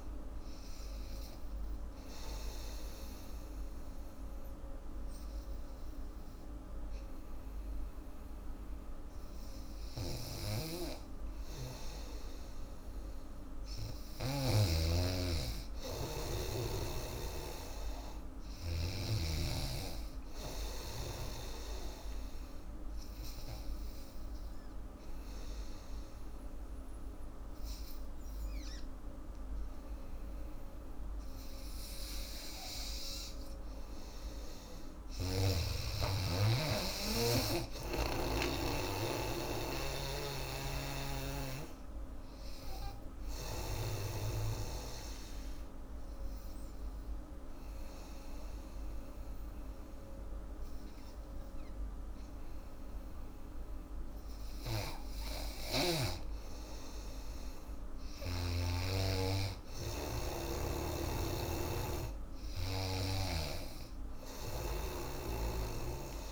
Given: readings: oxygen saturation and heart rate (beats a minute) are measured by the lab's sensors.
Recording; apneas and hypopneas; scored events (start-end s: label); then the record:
breathing in sleep by a room microphone; 3
0.50-11.50 s: obstructive apnea (oxygen 97% before, 92% lowest, heart rate 84 before, 82 extreme, up 5 after)
10.00-14.50 s: snoring (device-marked)
13.50-17.00 s: arousal
21.00-32.00 s: obstructive apnea (oxygen 98% before, 92% lowest, heart rate 84 before, 79 extreme, up 1 after)
33.50-36.50 s: arousal
39.00-56.00 s: oxygen desaturation (device-marked, oxygen 97% before, 92% lowest, heart rate 83 before, 79 extreme)
40.00-43.50 s: snoring (device-marked)
44.50-55.50 s: obstructive apnea (oxygen 97% before, 92% lowest, heart rate 82 before, 79 extreme, up 5 after)
58.00-66.31 s: oxygen desaturation (device-marked, oxygen 99% before, 93% lowest, heart rate 82 before, 78 extreme)
58.50-62.50 s: arousal
From the record:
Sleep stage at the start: N3 (deep sleep); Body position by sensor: on the back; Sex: female